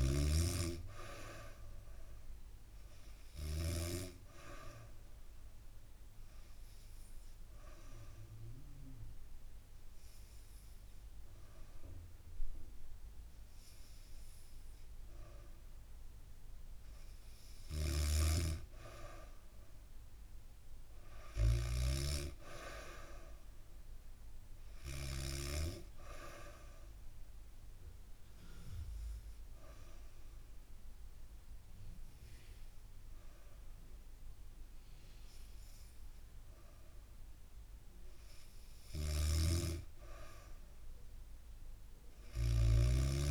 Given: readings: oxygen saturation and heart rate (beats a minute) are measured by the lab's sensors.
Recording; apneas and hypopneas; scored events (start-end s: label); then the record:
breathing in sleep by a room microphone; 2
0.00-1.50 s: arousal
0.00-3.50 s: snoring (device-marked)
5.50-16.50 s: obstructive apnea (oxygen 96% before, 92% lowest, heart rate 68 before, 65 extreme, up 2 after)
17.00-25.00 s: snoring (device-marked)
19.50-23.00 s: arousal
27.00-38.00 s: obstructive apnea (oxygen 96% before, 92% lowest, heart rate 68 before, 65 extreme, up 1 after)
38.50-43.31 s: snoring (device-marked)
41.00-43.31 s: arousal
From the record:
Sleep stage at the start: N2 (light sleep); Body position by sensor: on the back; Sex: female